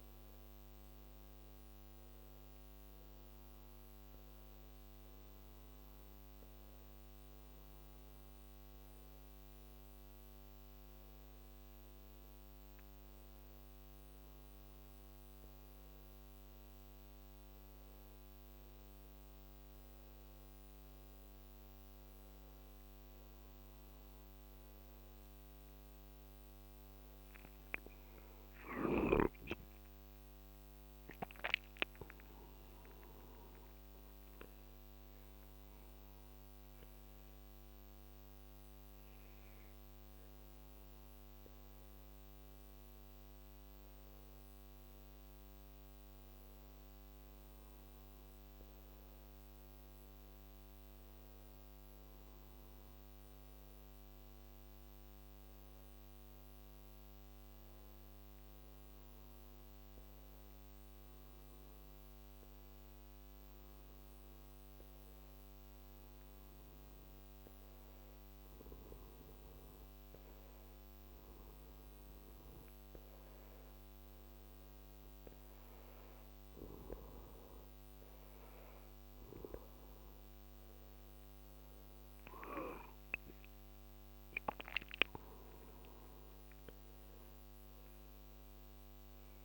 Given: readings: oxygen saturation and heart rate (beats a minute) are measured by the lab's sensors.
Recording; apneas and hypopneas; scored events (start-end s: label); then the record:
breathing in sleep, hard to hear, by a microphone on the trachea; 1
28.50-34.00 s: arousal
43.50-79.00 s: hypopnea (oxygen 92% before, 90% lowest, heart rate 60 before, 55 extreme, up 9 after)
53.50-89.45 s: new sleep stage, N2 (light sleep)
81.50-85.50 s: arousal
From the record:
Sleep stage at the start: N1 (lightest sleep); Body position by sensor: on the back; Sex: male